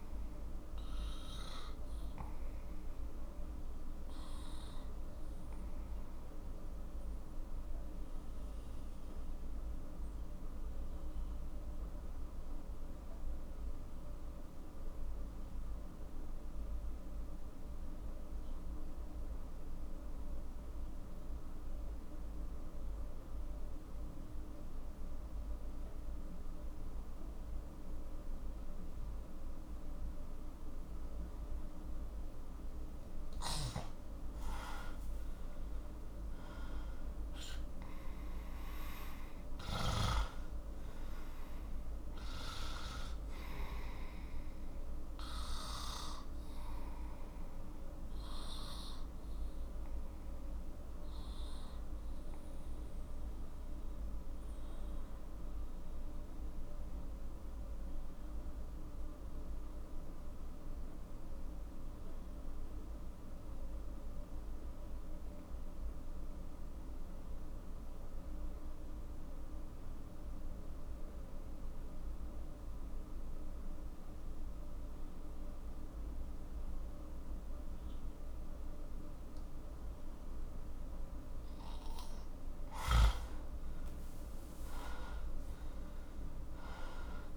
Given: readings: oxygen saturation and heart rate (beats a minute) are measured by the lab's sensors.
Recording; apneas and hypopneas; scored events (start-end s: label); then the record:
breathing in sleep, hard to hear, by a room microphone; 2
0.50-33.50 s: obstructive apnea (oxygen 98% before, 91% lowest, heart rate 53 before, 38 extreme, up 11 after)
34.00-53.00 s: oxygen desaturation (device-marked, oxygen 97% before, 92% lowest, heart rate 45 before, 40 extreme)
35.00-39.00 s: arousal
46.00-82.00 s: obstructive apnea (oxygen 98% before, 89% lowest, heart rate 52 before, 38 extreme, up 11 after)
78.00-87.36 s: oxygen desaturation (device-marked, oxygen 99% before, 94% lowest, heart rate 44 before, 38 extreme)
84.00-87.36 s: arousal
From the record:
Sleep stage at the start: N2 (light sleep); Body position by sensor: on the back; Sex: male